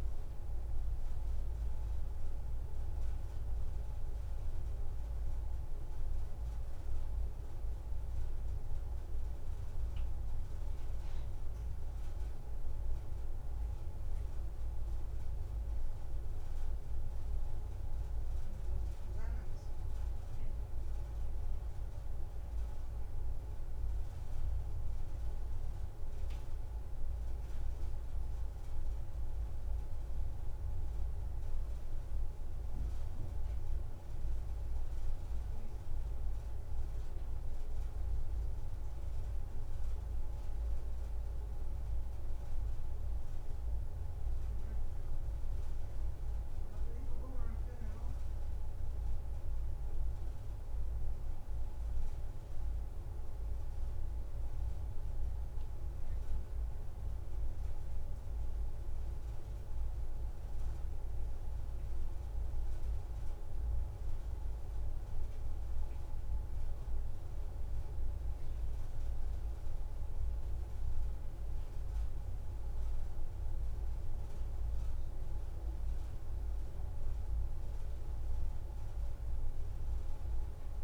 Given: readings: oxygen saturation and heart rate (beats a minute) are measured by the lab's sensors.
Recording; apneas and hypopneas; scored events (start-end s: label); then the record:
breathing in sleep, hard to hear, by a room microphone; none
none scored
From the record:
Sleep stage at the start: N1 (lightest sleep); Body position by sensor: on the back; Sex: female